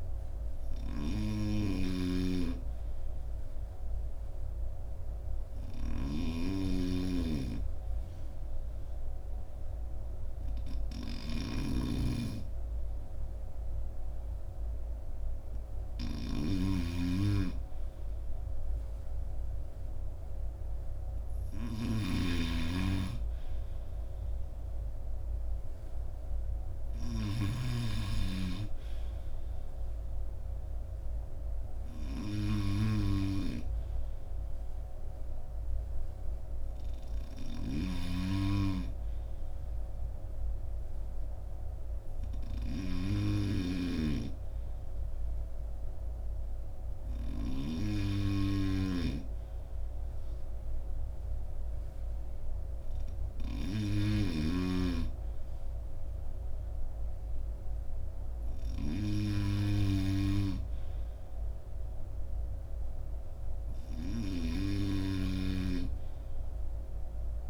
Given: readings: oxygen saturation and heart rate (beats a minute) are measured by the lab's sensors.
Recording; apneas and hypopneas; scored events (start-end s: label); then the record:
breathing in sleep by a room microphone; none
1.50-27.50 s: snoring (device-marked)
37.50-47.50 s: snoring (device-marked)
64.00-67.50 s: snoring (device-marked)
66.50-67.50 s: arousal
From the record:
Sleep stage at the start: N2 (light sleep); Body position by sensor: on the front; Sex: male